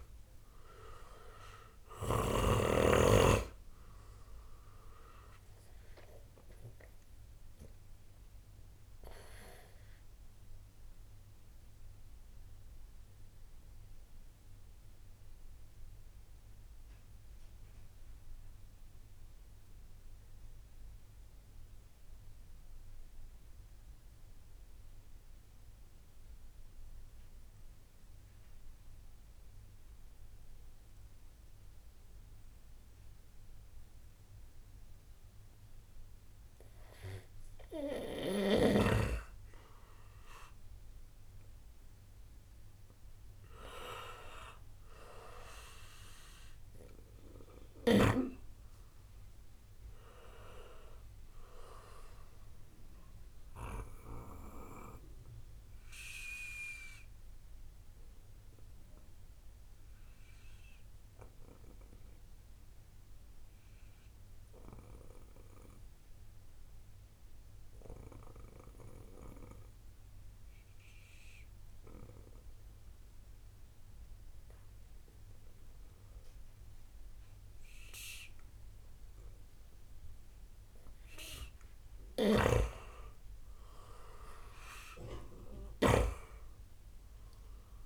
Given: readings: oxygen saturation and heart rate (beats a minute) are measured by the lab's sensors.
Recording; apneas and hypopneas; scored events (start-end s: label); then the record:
breathing in sleep by a room microphone; 2
4.50-28.50 s: oxygen desaturation (device-marked, oxygen 96% before, 91% lowest, heart rate 70 before, 47 extreme)
12.00-36.00 s: obstructive apnea (oxygen 96% before, 91% lowest, heart rate 70 before, 47 extreme, up 22 after)
39.50-42.50 s: arousal
44.50-54.50 s: oxygen desaturation (device-marked, oxygen 96% before, 92% lowest, heart rate 61 before, 50 extreme)
53.00-80.50 s: obstructive apnea (oxygen 98% before, 92% lowest, heart rate 66 before, 50 extreme, up 22 after)
82.00-86.00 s: snoring (device-marked)
83.00-87.00 s: arousal
From the record:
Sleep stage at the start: N2 (light sleep); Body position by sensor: on the right side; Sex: male